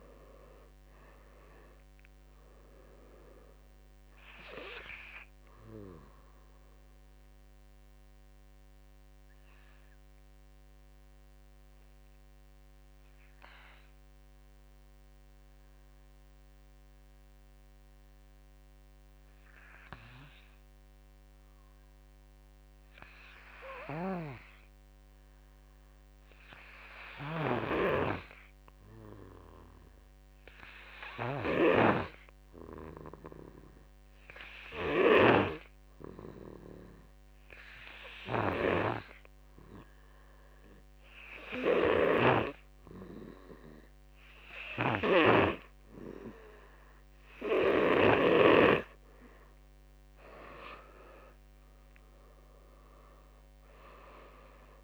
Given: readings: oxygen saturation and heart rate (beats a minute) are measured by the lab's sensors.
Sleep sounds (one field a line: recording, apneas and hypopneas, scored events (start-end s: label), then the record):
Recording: breathing in sleep by a microphone on the trachea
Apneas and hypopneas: 1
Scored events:
0.00-10.50 s: oxygen desaturation (device-marked, oxygen 90% lowest, heart rate 43 extreme)
0.00-12.50 s: drop in pulse transit time (device-marked, heart rate 43 extreme)
6.50-48.50 s: obstructive apnea (oxygen 99% before, 86% lowest, heart rate 58 before, 44 extreme, up 13 after)
34.50-54.84 s: oxygen desaturation (device-marked, oxygen 99% before, 89% lowest, heart rate 50 before, 47 extreme)
39.50-51.50 s: drop in pulse transit time (device-marked, heart rate 51 before, 54 extreme)
51.00-54.00 s: arousal
From the record:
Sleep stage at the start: N2 (light sleep)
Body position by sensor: on the back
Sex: male